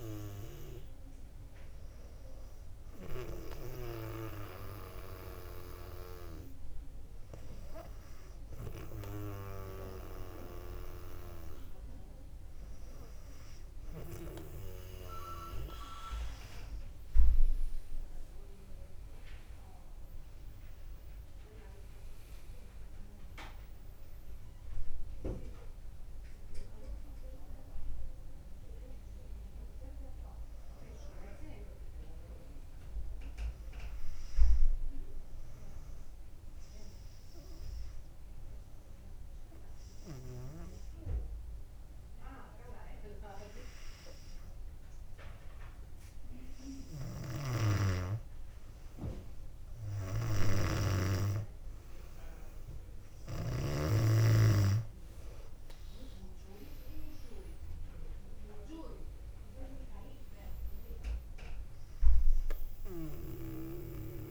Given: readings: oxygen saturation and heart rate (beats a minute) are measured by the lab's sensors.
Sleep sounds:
breathing in sleep by a room microphone; 2
3.00-15.50 s: hypopnea (oxygen 98% before, 96% lowest, heart rate 61 before, 58 extreme, up 4 after)
18.50-22.50 s: arousal
33.50-47.00 s: hypopnea (oxygen 98% before, 96% lowest, heart rate 61 before, 59 extreme, up 3 after)
47.00-54.00 s: snoring (device-marked)
57.50-61.50 s: arousal
59.50-64.31 s: new sleep stage, N1 (lightest sleep)
From the record:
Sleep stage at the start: N2 (light sleep); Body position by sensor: on the back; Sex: female

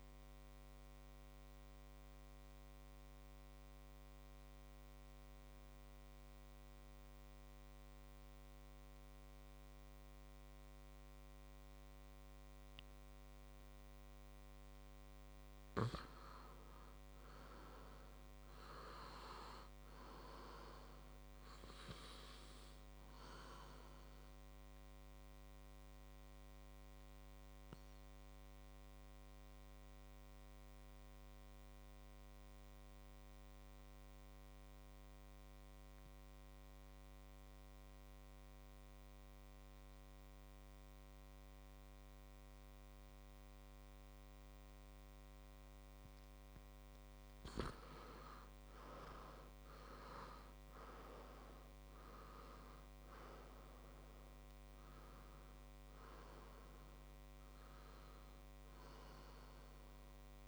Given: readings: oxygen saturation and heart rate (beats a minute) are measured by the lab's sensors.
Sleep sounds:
breathing in sleep by a microphone on the trachea; 2
0.00-10.00 s: oxygen desaturation (device-marked, oxygen 94% lowest, heart rate 60 extreme)
0.50-14.50 s: obstructive apnea (oxygen 98% before, 90% lowest, heart rate 61 before, 61 extreme, up 4 after)
16.00-35.00 s: oxygen desaturation (device-marked, oxygen 97% before, 92% lowest, heart rate 61 before, 61 extreme)
16.50-20.50 s: arousal
25.00-46.50 s: obstructive apnea (oxygen 97% before, 90% lowest, heart rate 63 before, 53 extreme, up 7 after)
48.00-52.50 s: arousal
50.00-60.47 s: oxygen desaturation (device-marked, oxygen 98% before, 90% lowest, heart rate 62 before, 53 extreme)
From the record:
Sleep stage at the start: N2 (light sleep); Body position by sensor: on the back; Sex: male

